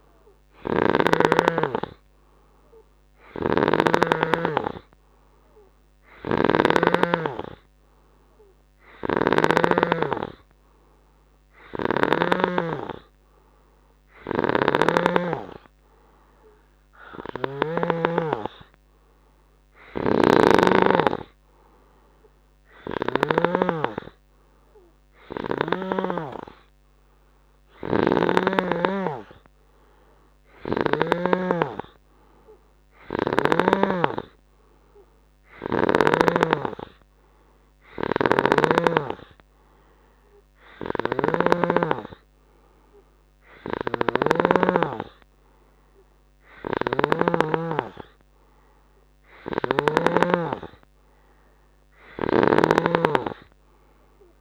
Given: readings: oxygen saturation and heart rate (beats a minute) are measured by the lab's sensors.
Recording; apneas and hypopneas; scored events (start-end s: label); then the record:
breathing in sleep by a microphone on the trachea; none
0.50-7.00 s: snoring (device-marked)
1.00-9.00 s: oxygen desaturation (device-marked, oxygen 96% before, 93% lowest)
9.00-12.50 s: snoring (device-marked)
14.50-18.00 s: snoring (device-marked)
20.00-23.50 s: snoring (device-marked)
28.00-31.50 s: snoring (device-marked)
41.00-47.50 s: snoring (device-marked)
49.50-53.00 s: snoring (device-marked)
From the record:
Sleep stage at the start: N3 (deep sleep); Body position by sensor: on the right side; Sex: male